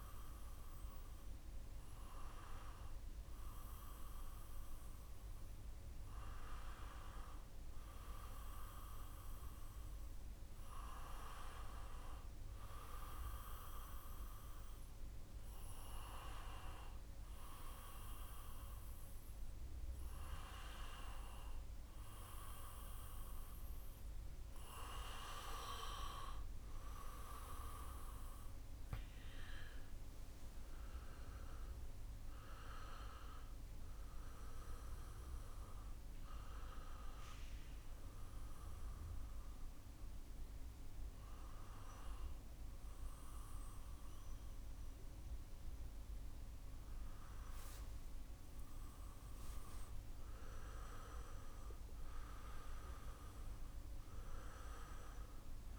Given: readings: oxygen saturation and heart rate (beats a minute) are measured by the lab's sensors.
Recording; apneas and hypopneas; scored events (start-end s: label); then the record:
breathing in sleep by a room microphone; none
none scored
From the record:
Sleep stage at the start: N2 (light sleep); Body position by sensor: on the back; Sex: male